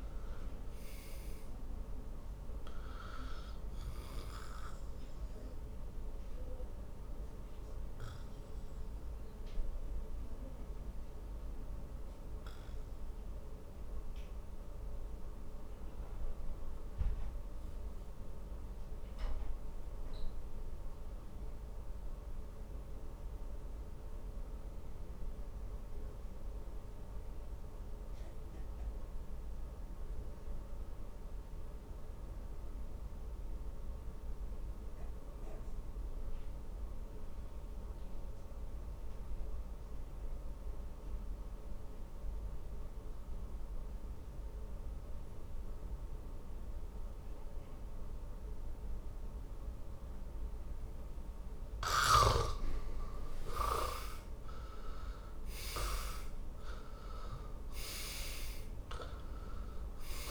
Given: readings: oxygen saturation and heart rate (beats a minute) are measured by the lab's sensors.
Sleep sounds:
breathing in sleep by a room microphone; 1
6.50-51.00 s: obstructive apnea (oxygen 100% before, 73% lowest, heart rate 64 before, 47 extreme, up 20 after)
18.00-33.00 s: oxygen desaturation (device-marked, oxygen 96% before, 82% lowest, heart rate 54 before, 48 extreme)
53.50-57.50 s: arousal
54.00-60.31 s: oxygen desaturation (device-marked, oxygen 99% before, 73% lowest, heart rate 50 before, 46 extreme)
From the record:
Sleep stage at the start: N2 (light sleep); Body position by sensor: on the back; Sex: male

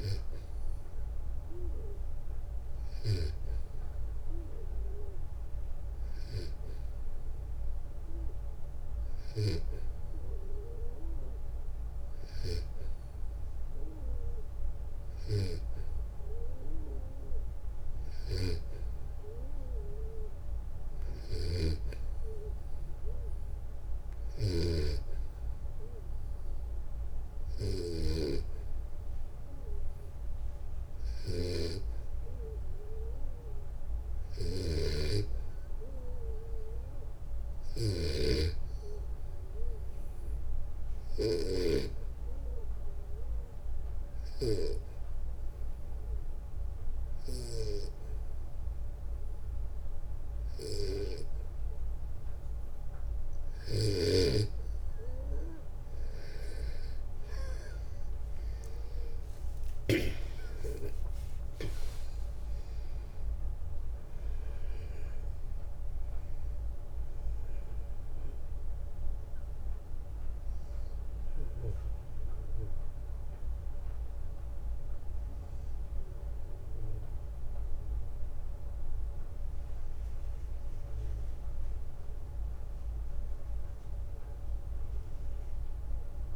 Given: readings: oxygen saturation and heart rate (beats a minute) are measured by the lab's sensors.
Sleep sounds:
breathing in sleep by a room microphone; 1
8.50-41.00 s: snoring (device-marked)
29.50-33.00 s: arousal
40.00-53.00 s: obstructive apnea (oxygen 94% before, 87% lowest, heart rate 66 before, 59 extreme, up 6 after)
58.00-61.50 s: arousal
77.00-86.36 s: oxygen desaturation (device-marked, oxygen 91% before, 87% lowest, heart rate 69 before, 57 extreme)
From the record:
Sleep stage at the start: N2 (light sleep); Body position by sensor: on the back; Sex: male

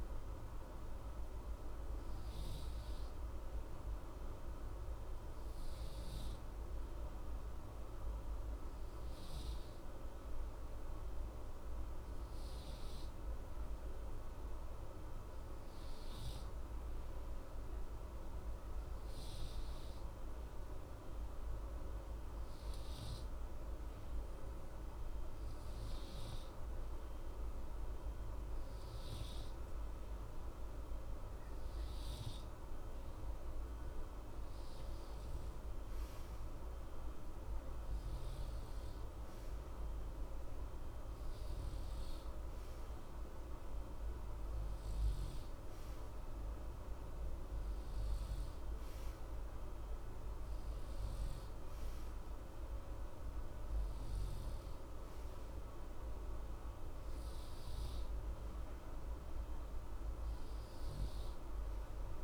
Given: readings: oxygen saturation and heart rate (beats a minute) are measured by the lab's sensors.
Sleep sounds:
breathing in sleep, hard to hear, by a room microphone; 1
3.00-6.50 s: arousal
11.00-27.00 s: hypopnea (oxygen 94% before, 92% lowest, heart rate 60 before, 60 extreme, up 0 after)
29.50-34.00 s: arousal
From the record:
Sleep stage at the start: N2 (light sleep); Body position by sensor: on the right side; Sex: male

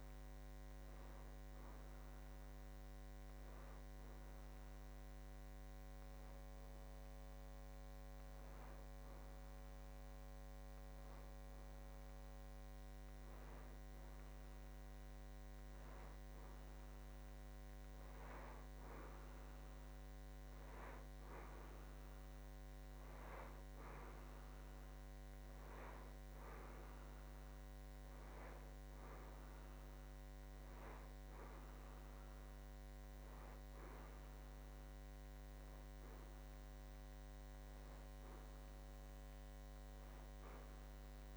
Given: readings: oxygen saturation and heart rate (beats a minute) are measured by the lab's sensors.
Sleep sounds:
a person awake in a sleep study, hard to hear, by a microphone on the trachea; none
none scored
From the record:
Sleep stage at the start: awake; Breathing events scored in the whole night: 265 in 4.4 hours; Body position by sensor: on the back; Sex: male

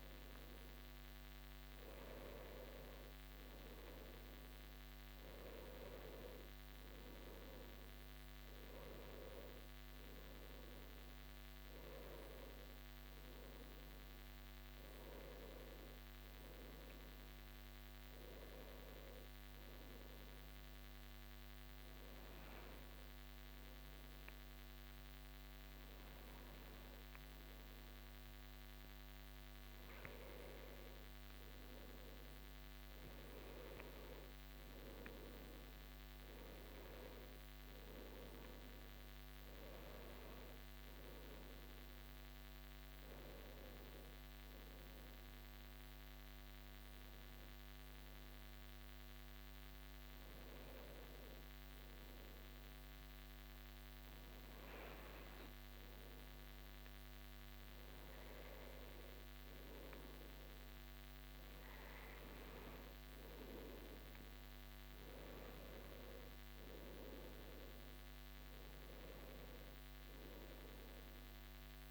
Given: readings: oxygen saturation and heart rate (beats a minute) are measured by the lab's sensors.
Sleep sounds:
breathing in sleep by a microphone on the trachea; 2
0.00-8.00 s: oxygen desaturation (device-marked, oxygen 93% lowest)
11.00-15.00 s: arousal
18.50-30.50 s: hypopnea (oxygen 96% before, 91% lowest)
26.00-71.91 s: new sleep stage, N2 (light sleep)
33.00-38.00 s: arousal
38.00-54.00 s: oxygen desaturation (device-marked, oxygen 94% before, 91% lowest)
43.50-56.50 s: hypopnea (oxygen 94% before, 91% lowest)
59.50-64.00 s: arousal
From the record:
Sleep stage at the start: N1 (lightest sleep); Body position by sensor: on the right side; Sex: male

